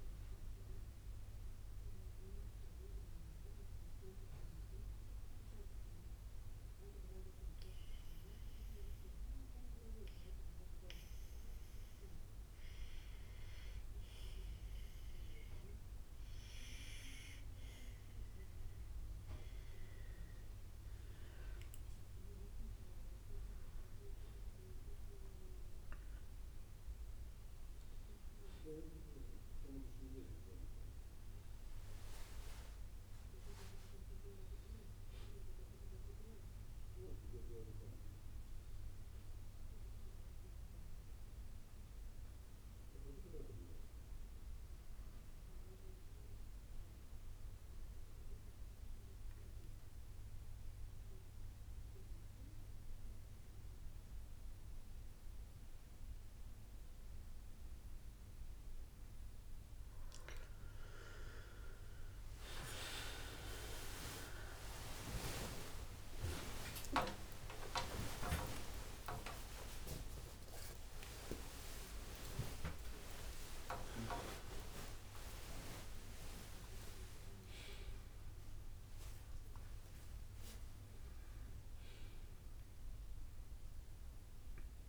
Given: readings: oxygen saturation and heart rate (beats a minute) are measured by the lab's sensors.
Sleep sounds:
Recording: breathing in sleep by a room microphone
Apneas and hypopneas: 2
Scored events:
3.00-18.00 s: obstructive apnea (oxygen 97% before, 93% lowest, heart rate 60 before, 58 extreme, up 7 after)
6.00-18.00 s: bradycardia (device-marked, heart rate 62 before, 58 extreme)
21.00-24.50 s: arousal
43.00-57.00 s: bradycardia (device-marked, heart rate 62 before, 58 extreme)
46.50-60.00 s: obstructive apnea (oxygen 96% before, 93% lowest, heart rate 63 before, 58 extreme)
60.00-78.00 s: oxygen desaturation (device-marked, oxygen 96% before, 93% lowest, heart rate 60 before, 65 extreme)
62.00-73.00 s: drop in pulse transit time (device-marked, heart rate 59 before, 61 extreme)
62.00-73.00 s: tachycardia (device-marked, heart rate 62 before, 157 extreme)
64.00-71.50 s: arousal
66.00-68.00 s: long interval between heartbeats (device-marked, heart rate 63 before, 112 extreme)
68.00-70.00 s: long interval between heartbeats (device-marked, heart rate 69 before, 136 extreme)
70.50-72.50 s: long interval between heartbeats (device-marked, heart rate 78 before, 138 extreme)
74.50-76.50 s: long interval between heartbeats (device-marked, heart rate 93 before, 113 extreme)
76.00-84.89 s: new sleep stage, N1 (lightest sleep)
From the record:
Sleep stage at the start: N2 (light sleep)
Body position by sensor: on the back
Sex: male

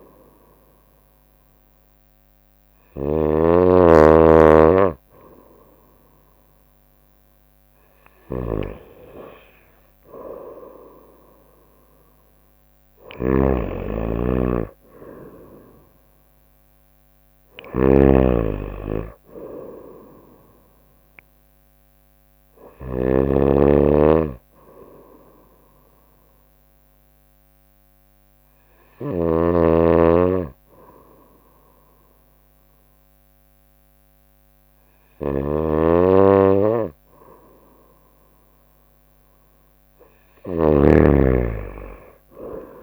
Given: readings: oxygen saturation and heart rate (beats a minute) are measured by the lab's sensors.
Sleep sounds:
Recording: breathing in sleep by a microphone on the trachea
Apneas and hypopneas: none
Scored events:
0.00-21.50 s: drop in pulse transit time (device-marked, heart rate 63 extreme)
0.00-23.00 s: snoring (device-marked)
29.00-42.83 s: snoring (device-marked)
37.50-42.83 s: drop in pulse transit time (device-marked, heart rate 63 before, 62 extreme)
From the record:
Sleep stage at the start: N2 (light sleep)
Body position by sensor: on the right side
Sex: female

